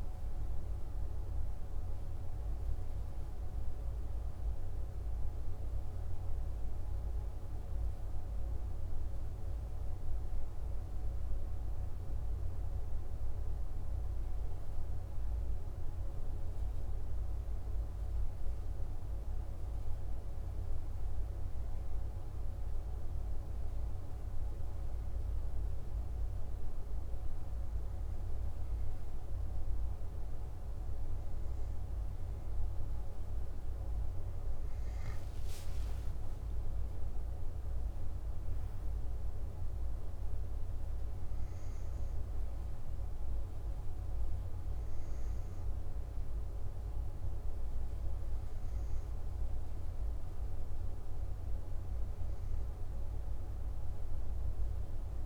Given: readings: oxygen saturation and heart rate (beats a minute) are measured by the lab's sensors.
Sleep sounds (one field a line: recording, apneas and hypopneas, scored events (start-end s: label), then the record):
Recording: breathing in sleep, hard to hear, by a room microphone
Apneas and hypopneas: none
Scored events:
none scored
From the record:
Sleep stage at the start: N2 (light sleep)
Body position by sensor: on the back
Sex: male